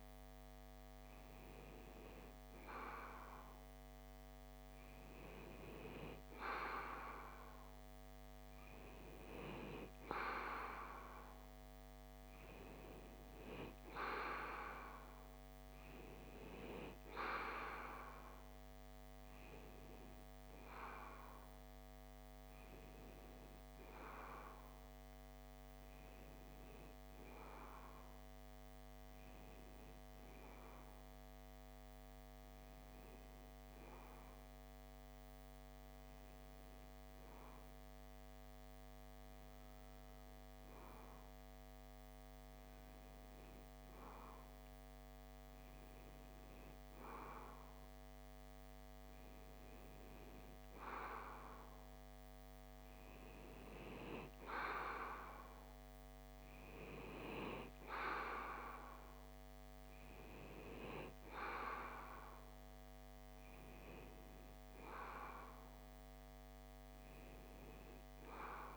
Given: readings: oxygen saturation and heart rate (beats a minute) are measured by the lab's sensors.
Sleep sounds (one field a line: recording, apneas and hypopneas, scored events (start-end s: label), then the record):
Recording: breathing in sleep by a microphone on the trachea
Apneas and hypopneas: 1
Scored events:
0.00-1.00 s: arousal
30.50-43.00 s: hypopnea (oxygen 95% before, 93% lowest)
45.50-49.00 s: arousal
From the record:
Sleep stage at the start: N2 (light sleep)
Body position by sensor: on the left side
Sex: male